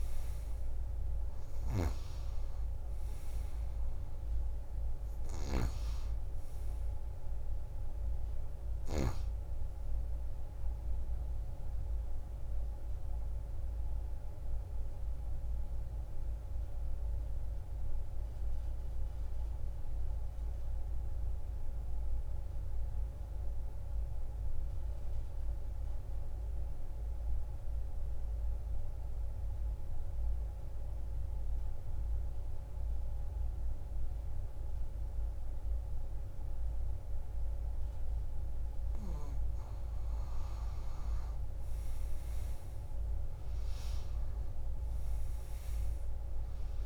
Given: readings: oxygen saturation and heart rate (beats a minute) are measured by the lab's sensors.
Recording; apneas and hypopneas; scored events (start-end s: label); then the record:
breathing in sleep, hard to hear, by a room microphone; 1
0.00-22.50 s: oxygen desaturation (device-marked, oxygen 90% lowest)
11.00-39.00 s: obstructive apnea (oxygen 98% before, 84% lowest)
31.50-46.86 s: oxygen desaturation (device-marked, oxygen 98% before, 84% lowest)
42.50-45.50 s: arousal
From the record:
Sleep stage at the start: N2 (light sleep); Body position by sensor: on the back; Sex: female